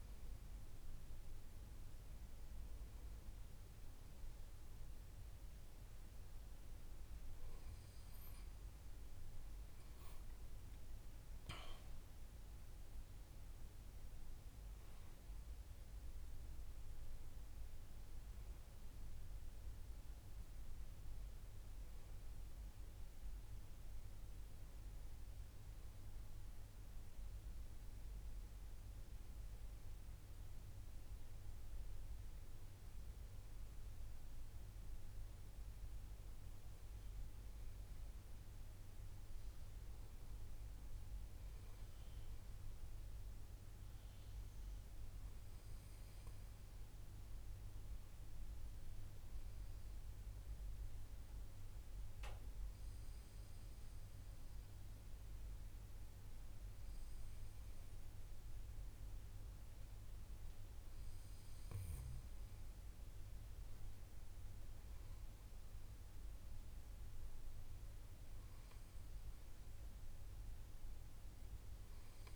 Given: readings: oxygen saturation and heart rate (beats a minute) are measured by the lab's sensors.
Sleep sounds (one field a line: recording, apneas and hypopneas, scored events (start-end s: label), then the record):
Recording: breathing in sleep, hard to hear, by a room microphone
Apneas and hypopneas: none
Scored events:
none scored
From the record:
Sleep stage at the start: N2 (light sleep)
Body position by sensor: on the back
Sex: male